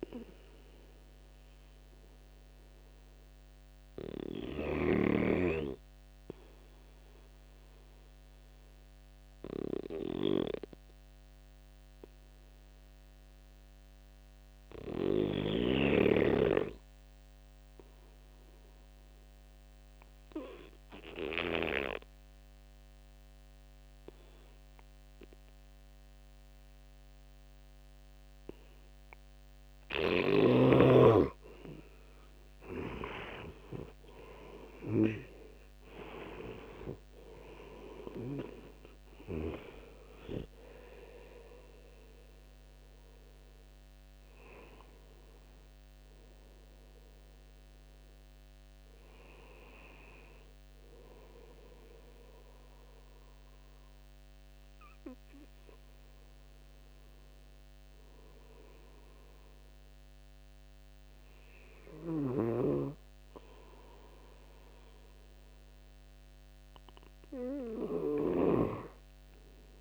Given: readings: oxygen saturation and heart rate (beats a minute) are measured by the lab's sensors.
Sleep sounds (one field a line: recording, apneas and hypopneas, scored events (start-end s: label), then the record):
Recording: breathing in sleep by a microphone on the trachea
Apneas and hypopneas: 1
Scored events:
0.00-13.00 s: oxygen desaturation (device-marked, oxygen 90% lowest, heart rate 68 extreme)
2.50-30.00 s: obstructive apnea (oxygen 97% before, 87% lowest, heart rate 81 before, 73 extreme, up 13 after)
27.00-69.00 s: oxygen desaturation (device-marked, oxygen 98% before, 87% lowest, heart rate 78 before, 70 extreme)
33.00-36.50 s: arousal
From the record:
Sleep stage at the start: N2 (light sleep)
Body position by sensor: on the right side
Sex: male